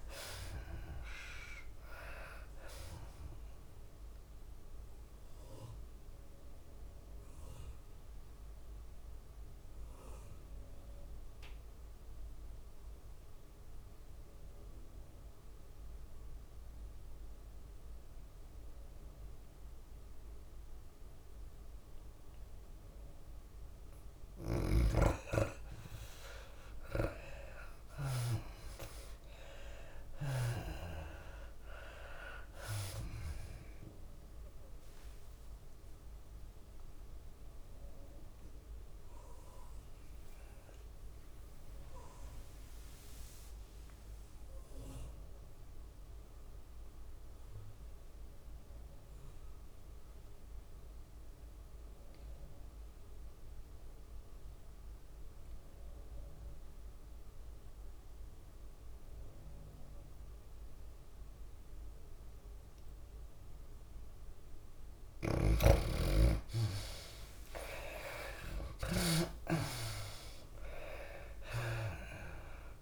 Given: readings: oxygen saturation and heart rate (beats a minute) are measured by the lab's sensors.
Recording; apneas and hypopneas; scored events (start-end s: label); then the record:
breathing in sleep by a room microphone; 2
0.00-13.00 s: drop in pulse transit time (device-marked, heart rate 102 extreme)
0.00-15.00 s: tachycardia (device-marked, heart rate 109 extreme)
0.00-22.00 s: oxygen desaturation (device-marked, oxygen 79% lowest)
5.00-24.00 s: mixed apnea (oxygen 98% before, 79% lowest)
25.00-28.50 s: arousal
27.00-42.00 s: tachycardia (device-marked, heart rate 97 before, 107 extreme)
27.00-50.00 s: oxygen desaturation (device-marked, oxygen 99% before, 85% lowest)
31.00-43.00 s: drop in pulse transit time (device-marked, heart rate 100 before, 101 extreme)
40.50-42.50 s: long interval between heartbeats (device-marked, heart rate 102 before, 101 extreme)
41.00-64.00 s: obstructive apnea (oxygen 99% before, 79% lowest, heart rate 102 before, 35 extreme, up 13 after)
42.00-48.00 s: bradycardia (device-marked)
46.50-48.50 s: long interval between heartbeats (device-marked, heart rate 99 before, 29 extreme)
49.00-59.00 s: tachycardia (device-marked, heart rate 97 before, 119 extreme)
52.50-54.50 s: long interval between heartbeats (device-marked, heart rate 82 before, 110 extreme)
58.00-72.82 s: oxygen desaturation (device-marked, oxygen 98% before, 79% lowest, heart rate 85 before, 94 extreme)
61.00-72.82 s: tachycardia (device-marked, heart rate 96 before, 110 extreme)
64.00-66.00 s: long interval between heartbeats (device-marked, heart rate 86 before, 107 extreme)
65.00-68.50 s: arousal
From the record:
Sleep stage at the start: N2 (light sleep); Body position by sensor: on the left side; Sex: female